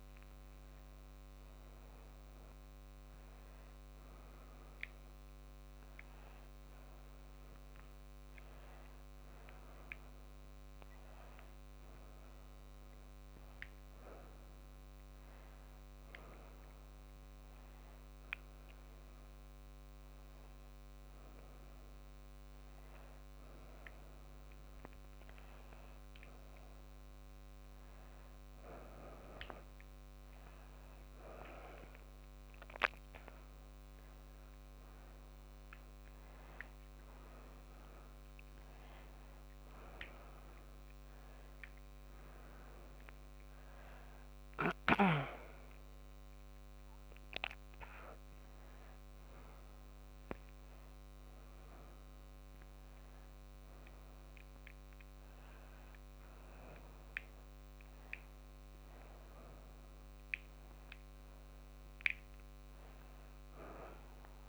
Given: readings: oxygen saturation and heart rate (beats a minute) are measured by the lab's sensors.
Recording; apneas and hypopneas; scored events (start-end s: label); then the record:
a person awake in a sleep study, by a microphone on the trachea; none
15.00-23.00 s: oxygen desaturation (device-marked, oxygen 100% before, 97% lowest, heart rate 123 before, 104 extreme)
From the record:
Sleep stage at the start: awake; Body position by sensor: on the back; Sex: female